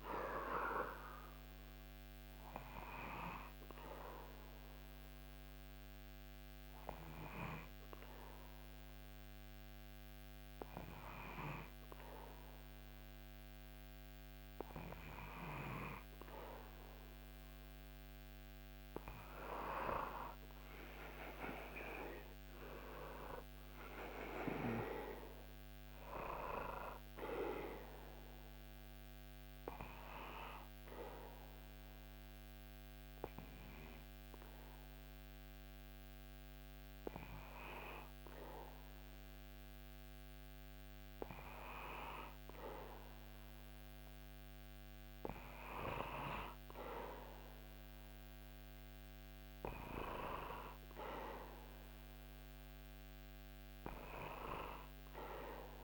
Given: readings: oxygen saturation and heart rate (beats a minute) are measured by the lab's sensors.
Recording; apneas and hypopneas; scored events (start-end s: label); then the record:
breathing in sleep by a microphone on the trachea; 2
2.50-18.50 s: obstructive apnea (oxygen 98% before, 94% lowest, heart rate 78 before, 72 extreme, up 10 after)
20.00-24.00 s: arousal
21.50-42.50 s: oxygen desaturation (device-marked, oxygen 97% before, 94% lowest, heart rate 76 before, 76 extreme)
28.50-40.00 s: hypopnea (oxygen 97% before, 94% lowest, heart rate 78 before, 76 extreme, up 2 after)
44.50-48.50 s: arousal
From the record:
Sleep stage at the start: N2 (light sleep); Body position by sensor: on the back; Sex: male